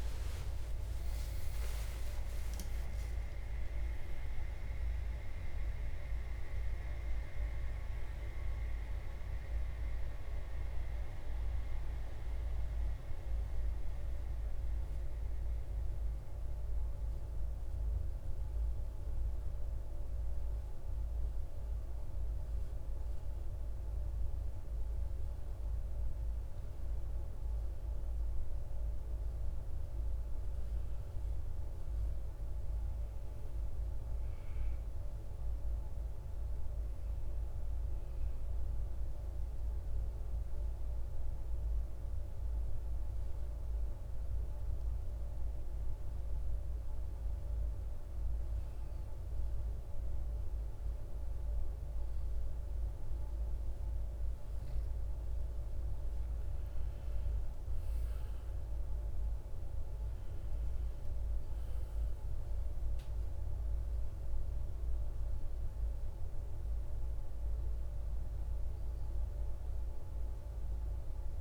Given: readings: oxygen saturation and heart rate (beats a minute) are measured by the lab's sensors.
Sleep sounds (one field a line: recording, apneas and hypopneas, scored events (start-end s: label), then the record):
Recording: breathing in sleep, hard to hear, by a room microphone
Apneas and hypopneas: 2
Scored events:
0.00-1.50 s: arousal
13.50-25.50 s: central apnea (oxygen 100% before, 92% lowest, heart rate 75 before, 55 extreme, up 3 after)
28.00-31.00 s: arousal
32.50-44.50 s: oxygen desaturation (device-marked, oxygen 97% before, 94% lowest, heart rate 56 before, 58 extreme)
32.50-71.41 s: new sleep stage, N2 (light sleep)
40.50-54.00 s: hypopnea (oxygen 98% before, 92% lowest, heart rate 57 before, 58 extreme, up 12 after)
57.50-61.00 s: arousal
57.50-71.41 s: oxygen desaturation (device-marked, oxygen 95% before, 92% lowest, heart rate 59 before, 55 extreme)
From the record:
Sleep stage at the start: N1 (lightest sleep)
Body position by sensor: on the back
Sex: male